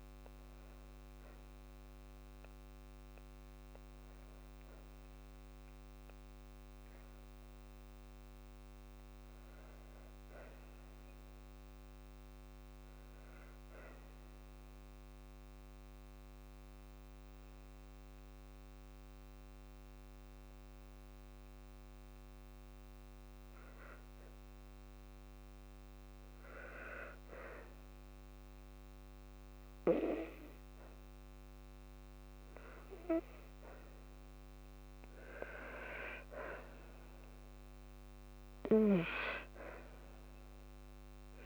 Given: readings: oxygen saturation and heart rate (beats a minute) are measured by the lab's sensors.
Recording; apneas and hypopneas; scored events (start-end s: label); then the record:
breathing in sleep by a microphone on the trachea; 1
6.00-9.00 s: arousal
14.50-29.50 s: obstructive apnea (oxygen 98% before, 94% lowest, heart rate 55 before, 52 extreme, up 3 after)
32.50-36.00 s: arousal
From the record:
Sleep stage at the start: N2 (light sleep); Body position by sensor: on the back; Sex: female